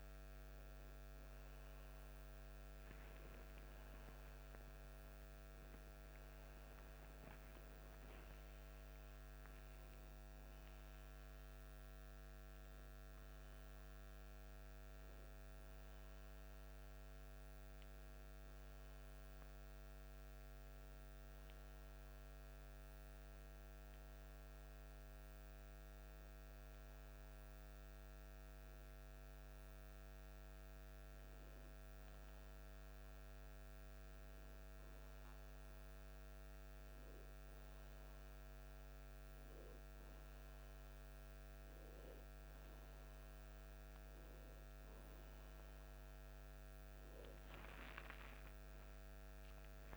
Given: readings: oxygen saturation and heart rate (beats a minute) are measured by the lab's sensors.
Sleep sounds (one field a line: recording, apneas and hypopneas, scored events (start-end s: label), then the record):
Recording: breathing in sleep, hard to hear, by a microphone on the trachea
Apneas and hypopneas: 1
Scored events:
19.50-32.00 s: hypopnea (oxygen 93% before, 91% lowest, heart rate 66 before, 42 extreme, up 2 after)
34.00-37.50 s: arousal
From the record:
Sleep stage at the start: N2 (light sleep)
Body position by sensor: on the back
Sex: male